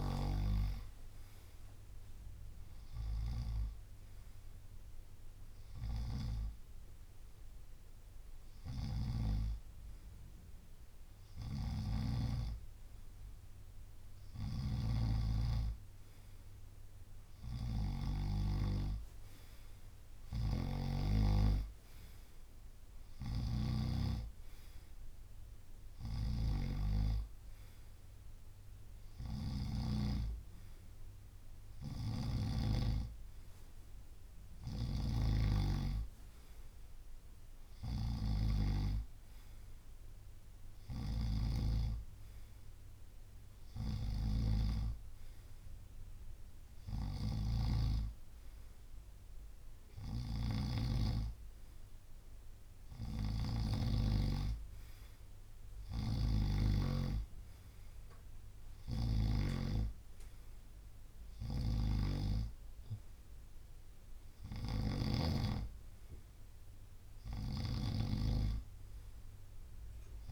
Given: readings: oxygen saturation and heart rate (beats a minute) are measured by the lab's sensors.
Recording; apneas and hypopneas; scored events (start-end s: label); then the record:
breathing in sleep by a room microphone; none
14.50-30.00 s: snoring (device-marked)
44.00-51.00 s: snoring (device-marked)
53.00-59.50 s: snoring (device-marked)
61.50-70.32 s: snoring (device-marked)
From the record:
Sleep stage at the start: N2 (light sleep); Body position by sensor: on the right side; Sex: male